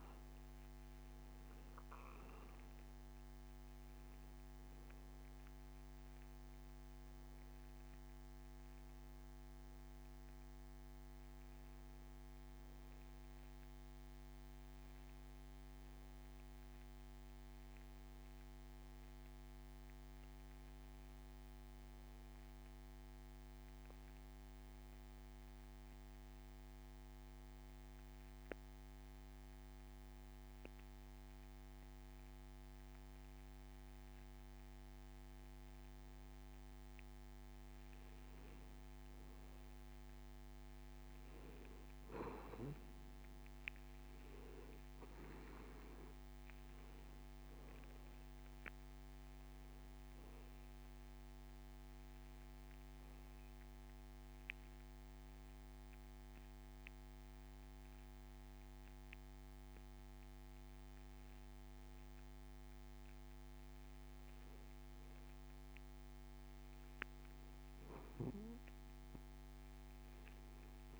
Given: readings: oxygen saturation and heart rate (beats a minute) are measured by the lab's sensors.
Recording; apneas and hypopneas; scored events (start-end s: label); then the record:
breathing in sleep, hard to hear, by a microphone on the trachea; 2
25.50-37.00 s: obstructive apnea (oxygen 96% before, 92% lowest)
40.00-45.00 s: arousal
42.00-60.00 s: oxygen desaturation (device-marked, oxygen 95% before, 92% lowest)
53.00-64.00 s: obstructive apnea (oxygen 96% before, 92% lowest)
From the record:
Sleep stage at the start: N2 (light sleep); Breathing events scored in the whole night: 292 in 6.1 hours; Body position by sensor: on the back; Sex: male